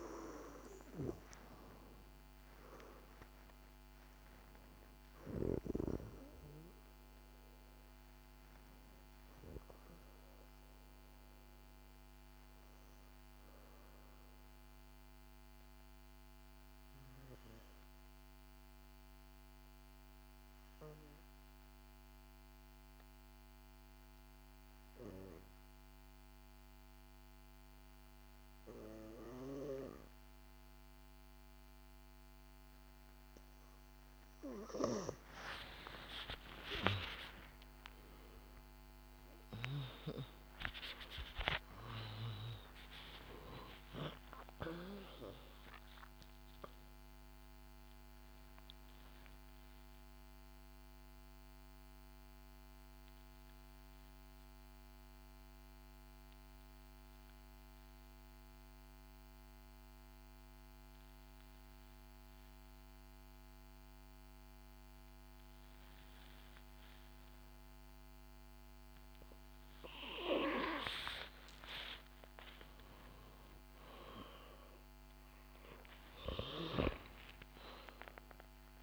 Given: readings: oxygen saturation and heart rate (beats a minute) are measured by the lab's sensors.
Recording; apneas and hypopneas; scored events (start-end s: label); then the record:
breathing in sleep by a microphone on the trachea; 2
0.00-28.50 s: oxygen desaturation (device-marked, oxygen 86% lowest, heart rate 53 extreme)
13.50-35.50 s: obstructive apnea (oxygen 97% before, 86% lowest, heart rate 65 before, 56 extreme, up 29 after)
36.50-38.50 s: long interval between heartbeats (device-marked, heart rate 59 before, 73 extreme)
36.50-42.50 s: arousal
43.50-45.50 s: long interval between heartbeats (device-marked, heart rate 69 before, 79 extreme)
48.00-70.00 s: obstructive apnea (oxygen 98% before, 91% lowest, heart rate 73 before, 51 extreme, up 12 after)
72.00-76.50 s: arousal
73.50-75.50 s: long interval between heartbeats (device-marked, heart rate 58 before, 66 extreme)
From the record:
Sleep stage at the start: N2 (light sleep); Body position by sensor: on the back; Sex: female